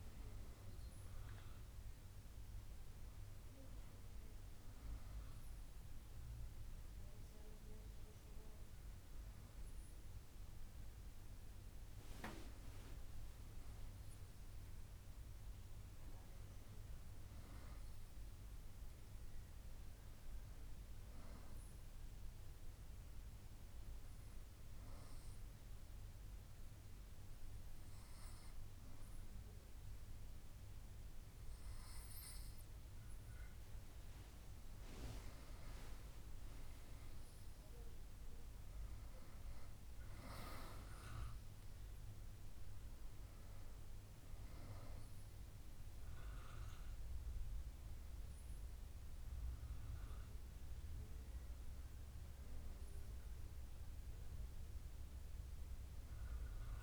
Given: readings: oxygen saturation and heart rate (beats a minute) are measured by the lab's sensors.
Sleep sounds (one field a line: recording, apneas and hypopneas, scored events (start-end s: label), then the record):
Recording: breathing in sleep, hard to hear, by a room microphone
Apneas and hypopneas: 1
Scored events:
9.50-56.83 s: new sleep stage, N2 (light sleep)
14.50-18.50 s: arousal
23.00-34.50 s: hypopnea (oxygen 98% before, 94% lowest, heart rate 76 before, 72 extreme, up 4 after)
37.00-41.00 s: arousal
From the record:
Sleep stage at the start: N1 (lightest sleep)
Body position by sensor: on the back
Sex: female